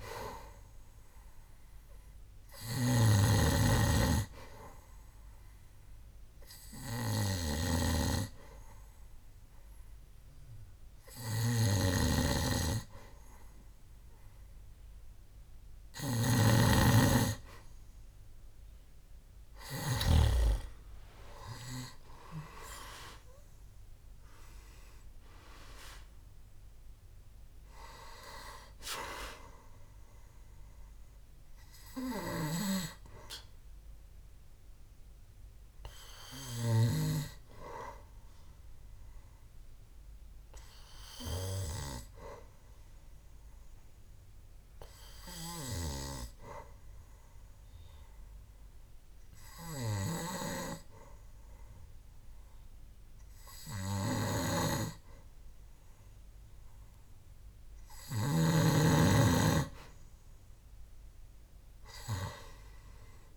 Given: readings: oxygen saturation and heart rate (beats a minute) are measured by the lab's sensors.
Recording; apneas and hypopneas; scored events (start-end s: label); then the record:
breathing in sleep by a room microphone; 2
0.00-20.50 s: snoring (device-marked)
5.00-17.00 s: hypopnea (oxygen 95% before, 93% lowest, heart rate 69 before, 64 extreme, up 11 after)
20.00-24.00 s: arousal
39.00-57.00 s: hypopnea (oxygen 95% before, 92% lowest, heart rate 71 before, 63 extreme, up 2 after)
From the record:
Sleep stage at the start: N2 (light sleep); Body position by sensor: on the back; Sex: male